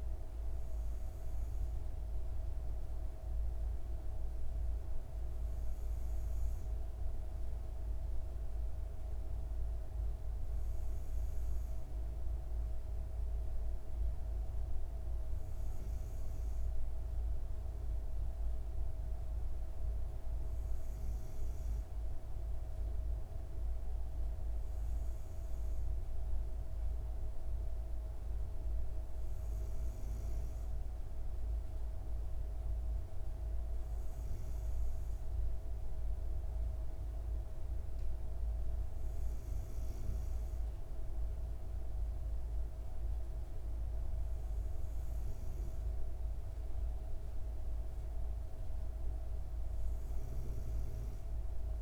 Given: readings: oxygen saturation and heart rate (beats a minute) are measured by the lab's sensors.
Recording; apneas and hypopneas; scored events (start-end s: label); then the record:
breathing in sleep, hard to hear, by a room microphone; none
none scored
From the record:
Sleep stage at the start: N2 (light sleep); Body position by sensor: on the back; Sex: female